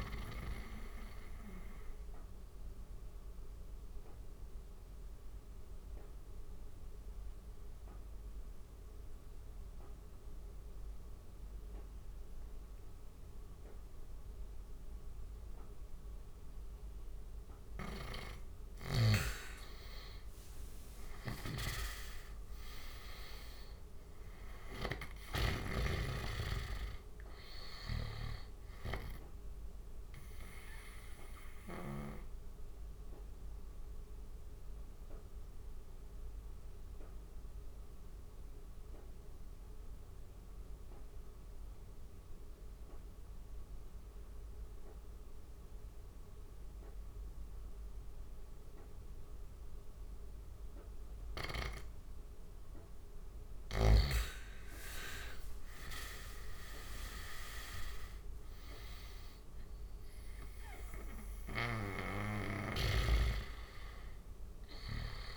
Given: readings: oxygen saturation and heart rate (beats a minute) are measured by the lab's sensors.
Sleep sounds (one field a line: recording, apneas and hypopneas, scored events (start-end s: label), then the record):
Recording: breathing in sleep by a room microphone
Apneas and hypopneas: 2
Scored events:
0.00-13.00 s: oxygen desaturation (device-marked, oxygen 93% lowest, heart rate 74 extreme)
0.50-17.00 s: obstructive apnea (oxygen 96% before, 90% lowest, heart rate 80 before, 74 extreme, up 10 after)
17.00-31.50 s: snoring (device-marked)
18.50-22.50 s: arousal
23.00-45.00 s: oxygen desaturation (device-marked, oxygen 97% before, 90% lowest, heart rate 78 before, 74 extreme)
29.50-52.00 s: obstructive apnea (oxygen 97% before, 90% lowest, heart rate 79 before, 73 extreme, up 8 after)
54.00-58.00 s: arousal
54.00-65.37 s: oxygen desaturation (device-marked, oxygen 97% before, 92% lowest, heart rate 78 before, 73 extreme)
60.50-65.37 s: snoring (device-marked)
From the record:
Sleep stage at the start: N2 (light sleep)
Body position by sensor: on the right side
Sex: male